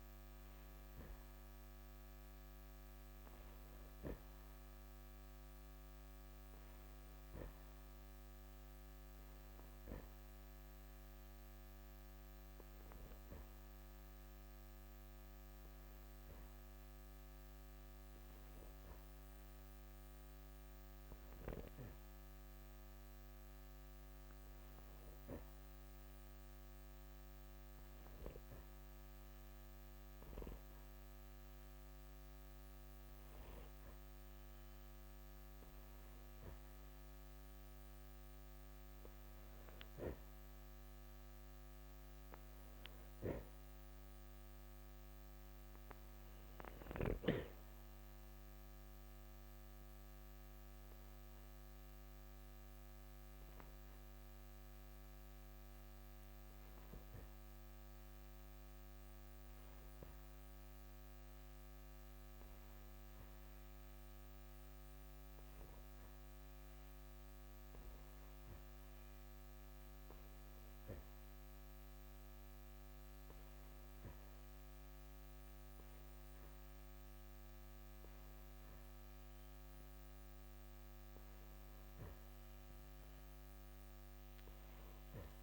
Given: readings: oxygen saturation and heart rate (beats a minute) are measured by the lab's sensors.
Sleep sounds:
breathing in sleep, hard to hear, by a microphone on the trachea; none
none scored
From the record:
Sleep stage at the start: N2 (light sleep); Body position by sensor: on the back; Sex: male

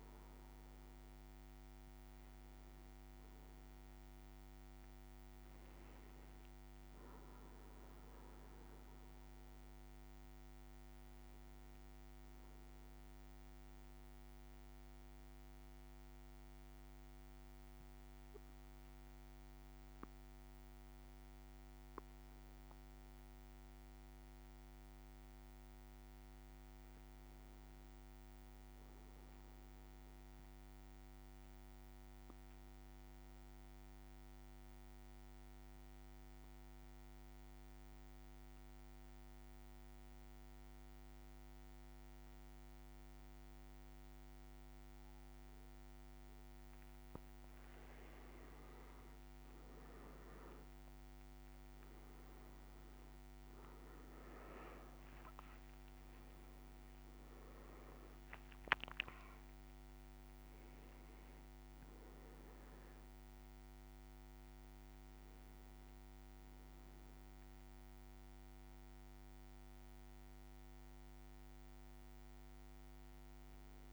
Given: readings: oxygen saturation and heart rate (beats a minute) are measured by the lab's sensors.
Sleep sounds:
breathing in sleep, hard to hear, by a microphone on the trachea; 1
0.00-11.00 s: oxygen desaturation (device-marked, oxygen 94% lowest, heart rate 55 extreme)
24.00-27.50 s: arousal
30.50-46.50 s: central apnea (oxygen 100% before, 93% lowest, heart rate 56 before, 55 extreme, up 6 after)
50.00-55.00 s: arousal
52.00-73.93 s: oxygen desaturation (device-marked, oxygen 98% before, 93% lowest, heart rate 56 before, 54 extreme)
From the record:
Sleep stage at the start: N2 (light sleep); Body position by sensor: on the back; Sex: male

